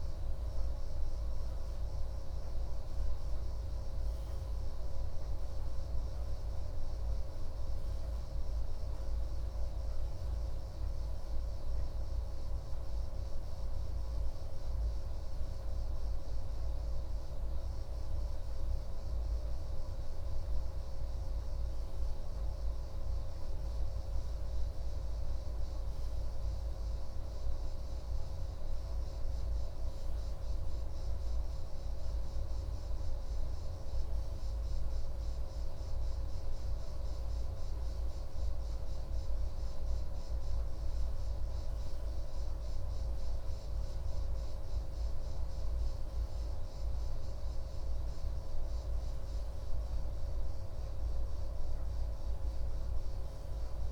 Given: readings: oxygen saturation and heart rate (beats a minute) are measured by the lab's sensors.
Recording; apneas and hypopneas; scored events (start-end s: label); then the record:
breathing in sleep, hard to hear, by a room microphone; none
37.00-41.00 s: arousal
51.00-53.92 s: new sleep stage, REM sleep
From the record:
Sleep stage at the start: N2 (light sleep); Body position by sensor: on the right side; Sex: male